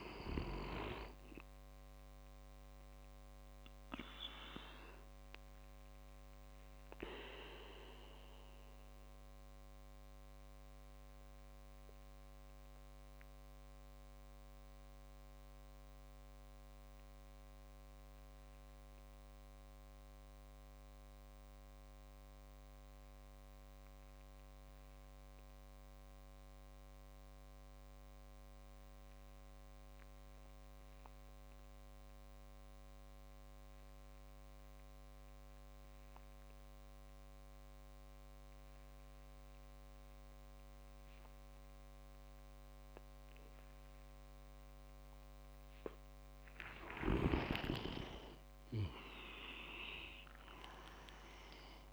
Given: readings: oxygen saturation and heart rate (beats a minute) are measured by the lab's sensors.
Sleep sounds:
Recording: breathing in sleep by a microphone on the trachea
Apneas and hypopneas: 1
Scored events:
0.00-7.00 s: oxygen desaturation (device-marked, oxygen 94% lowest, heart rate 58 extreme)
4.50-45.50 s: obstructive apnea (oxygen 99% before, 93% lowest, heart rate 68 before, 58 extreme, up 8 after)
37.00-51.93 s: oxygen desaturation (device-marked, oxygen 99% before, 93% lowest, heart rate 59 before, 59 extreme)
47.00-51.93 s: arousal
From the record:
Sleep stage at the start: N2 (light sleep)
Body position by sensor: on the back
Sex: male

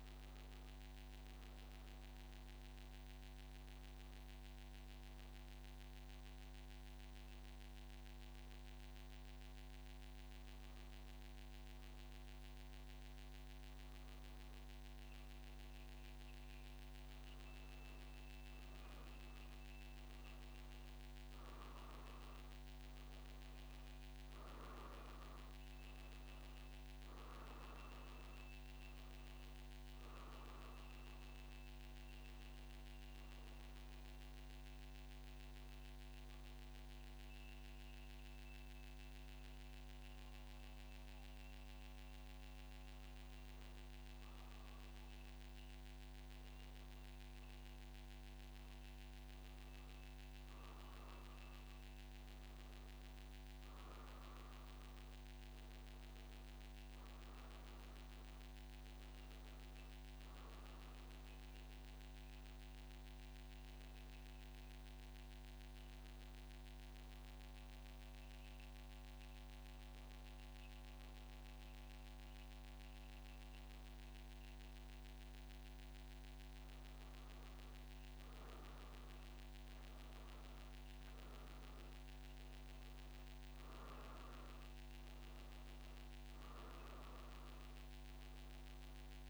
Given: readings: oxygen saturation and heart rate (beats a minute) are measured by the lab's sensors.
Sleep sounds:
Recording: breathing in sleep, hard to hear, by a microphone on the trachea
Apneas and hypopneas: 3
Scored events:
3.00-15.50 s: obstructive apnea (oxygen 95% before, 93% lowest, heart rate 63 before, 62 extreme, up 0 after)
33.00-45.50 s: obstructive apnea (oxygen 95% before, 93% lowest, heart rate 63 before, 62 extreme, up 1 after)
63.50-77.00 s: obstructive apnea (oxygen 95% before, 92% lowest, heart rate 63 before, 62 extreme, up 1 after)
From the record:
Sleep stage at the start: N3 (deep sleep)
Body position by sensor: on the back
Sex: male

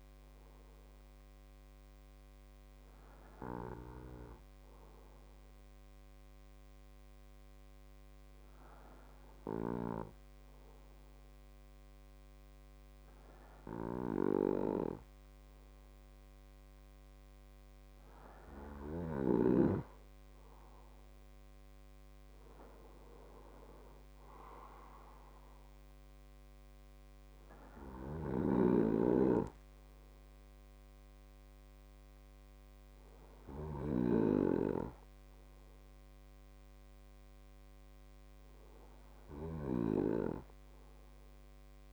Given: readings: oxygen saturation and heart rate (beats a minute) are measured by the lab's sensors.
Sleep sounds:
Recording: breathing in sleep by a microphone on the trachea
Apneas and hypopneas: none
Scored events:
none scored
From the record:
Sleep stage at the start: N2 (light sleep)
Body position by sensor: on the right side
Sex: male

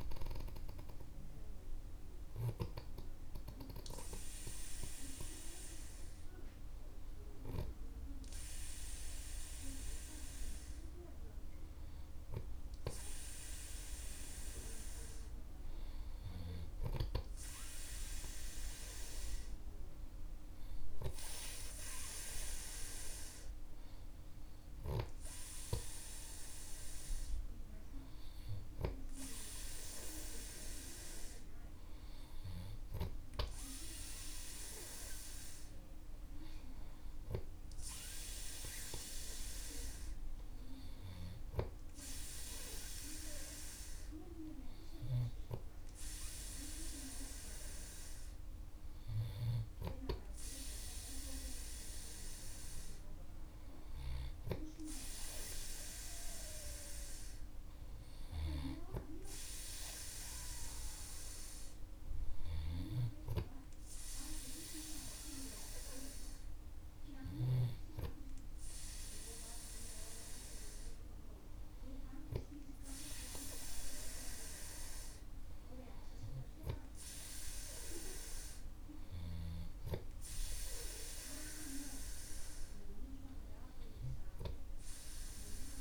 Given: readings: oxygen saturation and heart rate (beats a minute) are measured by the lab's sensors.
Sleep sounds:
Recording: breathing in sleep by a room microphone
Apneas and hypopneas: 1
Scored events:
1.50-14.50 s: hypopnea (oxygen 98% before, 95% lowest, heart rate 55 before, 50 extreme, up 6 after)
18.00-21.50 s: arousal
From the record:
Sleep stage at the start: N2 (light sleep)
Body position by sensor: on the back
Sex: male

